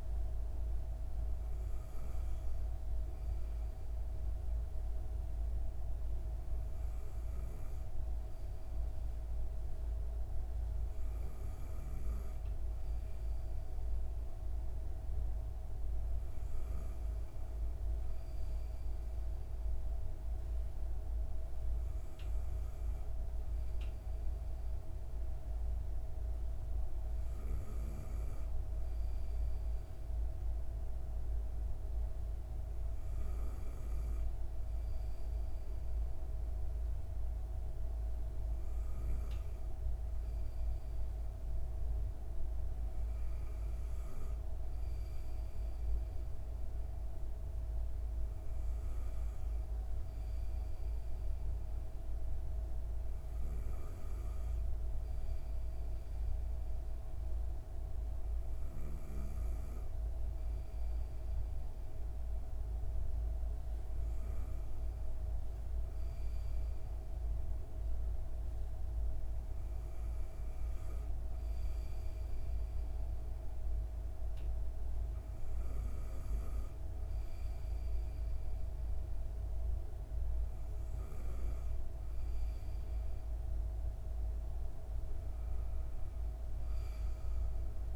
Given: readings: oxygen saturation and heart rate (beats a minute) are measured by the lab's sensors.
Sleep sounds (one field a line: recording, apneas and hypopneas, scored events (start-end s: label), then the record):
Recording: breathing in sleep, hard to hear, by a room microphone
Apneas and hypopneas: none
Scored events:
none scored
From the record:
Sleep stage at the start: N2 (light sleep)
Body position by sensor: on the back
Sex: female